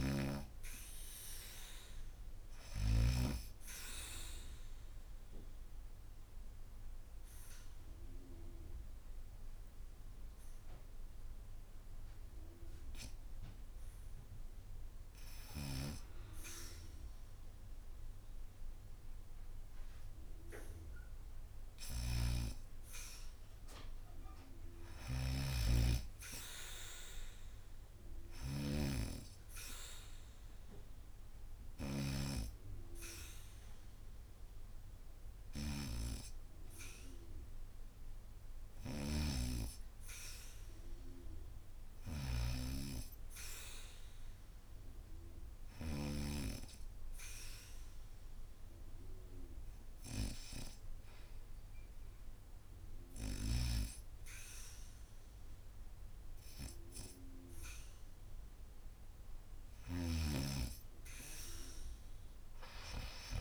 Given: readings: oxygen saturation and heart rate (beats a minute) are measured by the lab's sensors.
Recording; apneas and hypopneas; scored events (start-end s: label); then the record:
breathing in sleep by a room microphone; 2
0.00-2.50 s: snoring (device-marked)
2.50-13.50 s: obstructive apnea (oxygen 100% before, 89% lowest, heart rate 81 before, 72 extreme, up 0 after)
6.00-17.00 s: oxygen desaturation (device-marked, oxygen 100% before, 93% lowest, heart rate 80 before, 72 extreme)
16.50-19.50 s: arousal
24.50-45.50 s: snoring (device-marked)
32.00-51.00 s: oxygen desaturation (device-marked, oxygen 97% before, 89% lowest, heart rate 74 before, 74 extreme)
46.00-59.00 s: hypopnea (oxygen 97% before, 89% lowest, heart rate 73 before, 75 extreme, up 5 after)
From the record:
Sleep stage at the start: N2 (light sleep); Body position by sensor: on the back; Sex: female